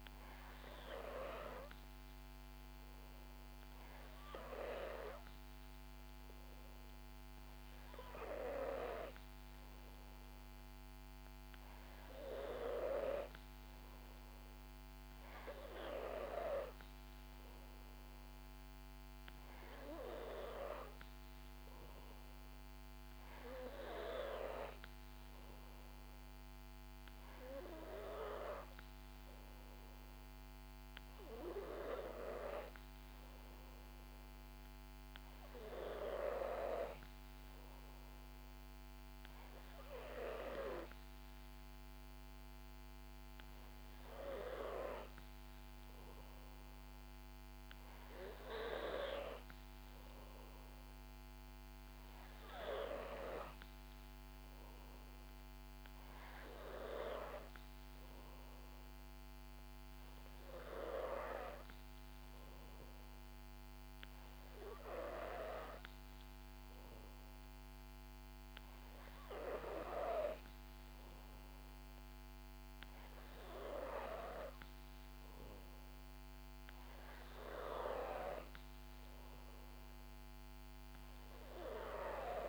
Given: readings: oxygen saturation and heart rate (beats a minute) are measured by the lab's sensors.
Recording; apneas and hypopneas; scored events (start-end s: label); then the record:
breathing in sleep by a microphone on the trachea; none
none scored
From the record:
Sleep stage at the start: N2 (light sleep); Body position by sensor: on the back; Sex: female